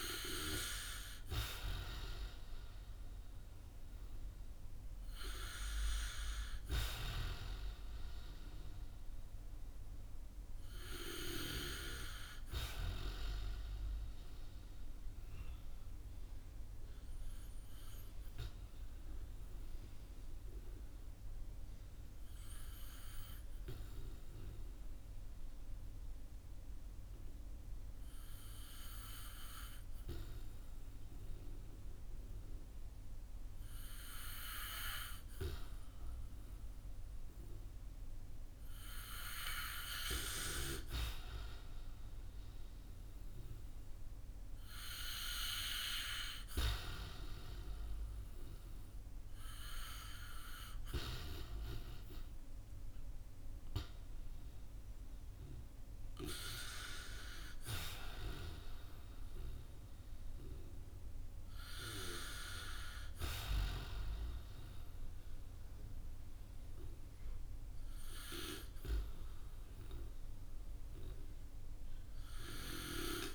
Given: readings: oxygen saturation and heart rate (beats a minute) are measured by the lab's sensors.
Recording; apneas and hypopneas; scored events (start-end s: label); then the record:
breathing in sleep by a room microphone; 1
15.00-38.50 s: obstructive apnea (oxygen 97% before, 92% lowest, heart rate 60 before, 53 extreme, up 6 after)
40.50-45.00 s: arousal
From the record:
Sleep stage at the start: N2 (light sleep); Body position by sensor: on the back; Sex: male